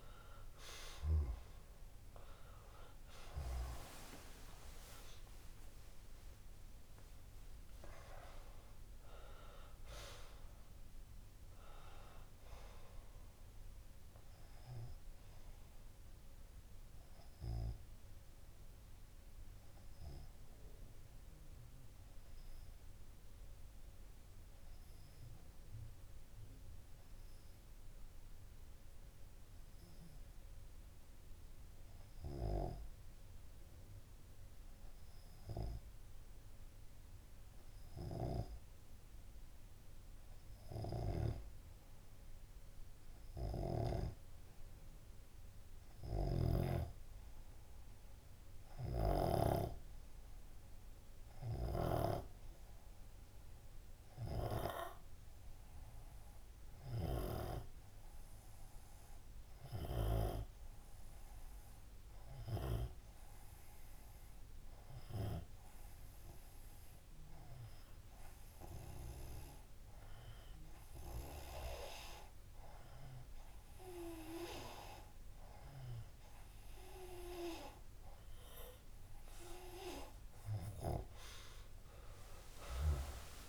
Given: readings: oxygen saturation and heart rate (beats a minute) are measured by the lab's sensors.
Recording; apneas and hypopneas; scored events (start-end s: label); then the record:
breathing in sleep by a room microphone; 1
0.00-5.00 s: oxygen desaturation (device-marked, oxygen 94% lowest)
16.00-74.50 s: obstructive apnea (oxygen 98% before, 93% lowest)
49.00-83.49 s: oxygen desaturation (device-marked, oxygen 99% before, 93% lowest)
From the record:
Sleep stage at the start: N2 (light sleep); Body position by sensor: on the left side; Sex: male